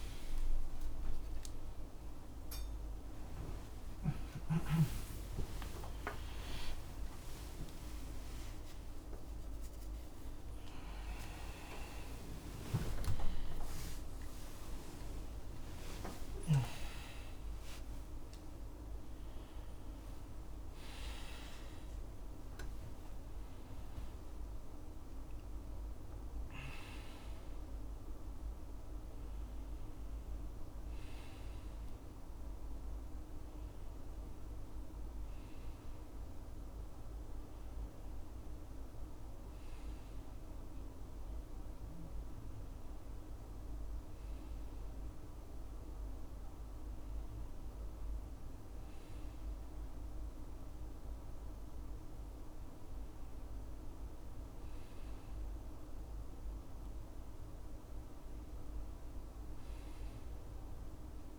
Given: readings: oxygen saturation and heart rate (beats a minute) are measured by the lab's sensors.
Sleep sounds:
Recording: a person partly awake in a sleep study, by a room microphone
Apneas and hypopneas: none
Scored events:
0.00-2.00 s: long interval between heartbeats (device-marked, heart rate 84 before, 119 extreme)
0.00-3.00 s: tachycardia (device-marked, heart rate 124 extreme)
0.00-10.00 s: oxygen desaturation (device-marked, oxygen 93% lowest, heart rate 83 extreme)
4.00-11.00 s: snoring (device-marked)
4.00-17.00 s: tachycardia (device-marked, heart rate 77 before, 118 extreme)
6.00-36.00 s: new sleep stage, awake
14.50-16.50 s: long interval between heartbeats (device-marked, heart rate 105 before, 109 extreme)
36.00-61.39 s: new sleep stage, N1 (lightest sleep)
From the record:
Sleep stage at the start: N2 (light sleep)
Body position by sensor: on the right side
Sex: male

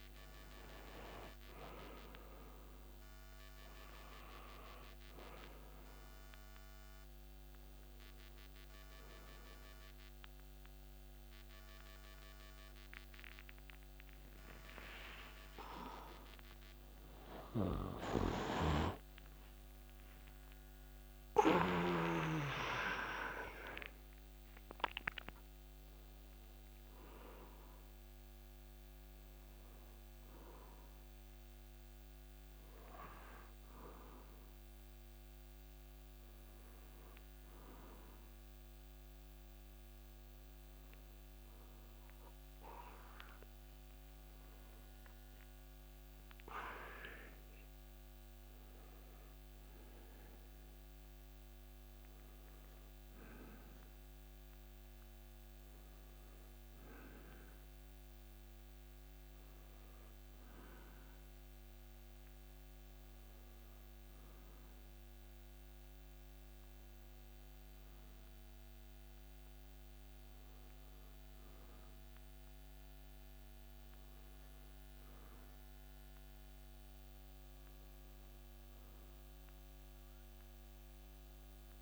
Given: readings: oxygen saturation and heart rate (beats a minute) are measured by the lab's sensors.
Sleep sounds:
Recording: a person awake in a sleep study, by a microphone on the trachea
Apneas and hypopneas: none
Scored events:
8.00-68.00 s: new sleep stage, awake
18.00-22.00 s: snoring (device-marked)
68.00-81.82 s: new sleep stage, N1 (lightest sleep)
From the record:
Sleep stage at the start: N2 (light sleep)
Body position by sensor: on the back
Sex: male

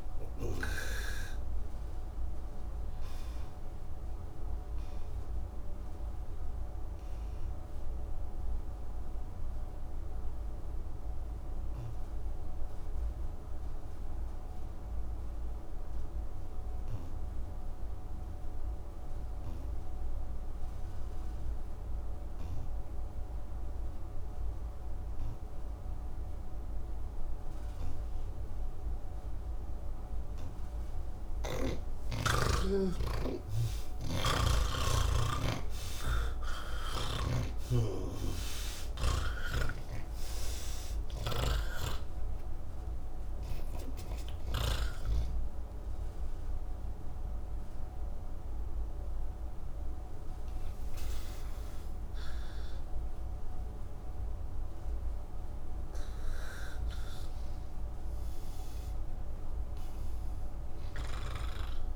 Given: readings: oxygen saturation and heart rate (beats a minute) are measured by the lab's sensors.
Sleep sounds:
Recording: breathing in sleep by a room microphone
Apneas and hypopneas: 1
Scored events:
0.00-19.00 s: oxygen desaturation (device-marked, oxygen 82% lowest, heart rate 28 extreme)
2.00-29.00 s: obstructive apnea (oxygen 99% before, 81% lowest, heart rate 99 before, 28 extreme)
21.00-38.00 s: oxygen desaturation (device-marked, oxygen 98% before, 89% lowest, heart rate 72 before, 28 extreme)
34.00-45.00 s: snoring (device-marked)
44.00-61.96 s: oxygen desaturation (device-marked, oxygen 92% before, 81% lowest, heart rate 75 before, 110 extreme)
From the record:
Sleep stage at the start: N2 (light sleep)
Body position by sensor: on the back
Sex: male

